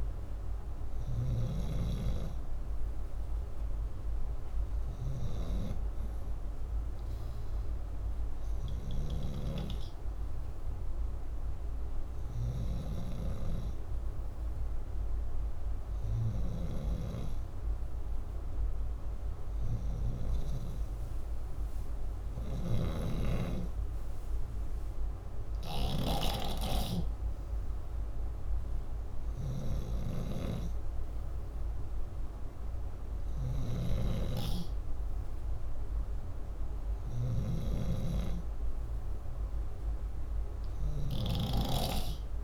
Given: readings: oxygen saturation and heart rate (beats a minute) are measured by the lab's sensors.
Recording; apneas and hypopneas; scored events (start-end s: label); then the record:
breathing in sleep by a room microphone; none
0.00-1.00 s: snoring (device-marked)
22.00-42.44 s: snoring (device-marked)
From the record:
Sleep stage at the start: N2 (light sleep); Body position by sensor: upright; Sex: male